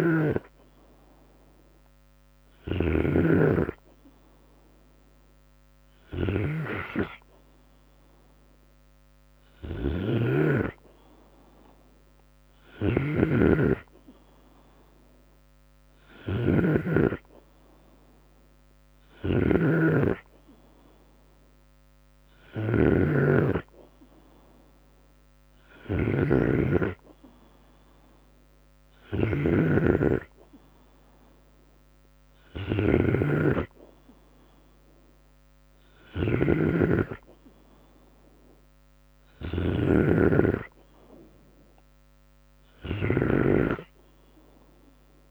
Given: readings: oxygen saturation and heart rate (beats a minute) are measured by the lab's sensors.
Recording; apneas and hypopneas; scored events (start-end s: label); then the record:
breathing in sleep by a microphone on the trachea; none
0.00-2.00 s: snoring (device-marked)
9.00-45.31 s: snoring (device-marked)
From the record:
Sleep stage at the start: N2 (light sleep); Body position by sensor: on the right side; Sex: male